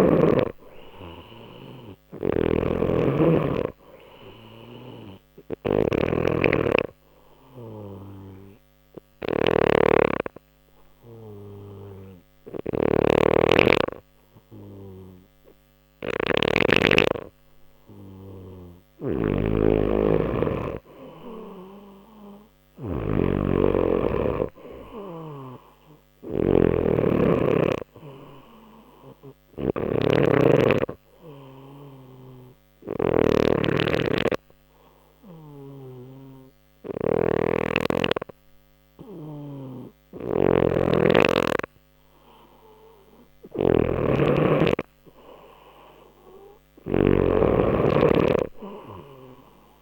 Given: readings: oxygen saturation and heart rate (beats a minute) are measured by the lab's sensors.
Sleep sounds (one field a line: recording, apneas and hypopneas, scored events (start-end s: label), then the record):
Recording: breathing in sleep by a microphone on the trachea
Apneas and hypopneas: 2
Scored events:
0.00-37.00 s: snoring (device-marked)
8.00-18.50 s: obstructive apnea (oxygen 94% before, 90% lowest, heart rate 61 before, 60 extreme, up 0 after)
21.00-25.50 s: arousal
32.50-42.50 s: obstructive apnea (oxygen 94% before, 90% lowest, heart rate 60 before, 60 extreme, up 0 after)
37.50-48.50 s: oxygen desaturation (device-marked, oxygen 94% before, 90% lowest, heart rate 60 before, 60 extreme)
39.00-49.82 s: snoring (device-marked)
48.50-49.82 s: arousal
From the record:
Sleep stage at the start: N2 (light sleep)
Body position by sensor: on the back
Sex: male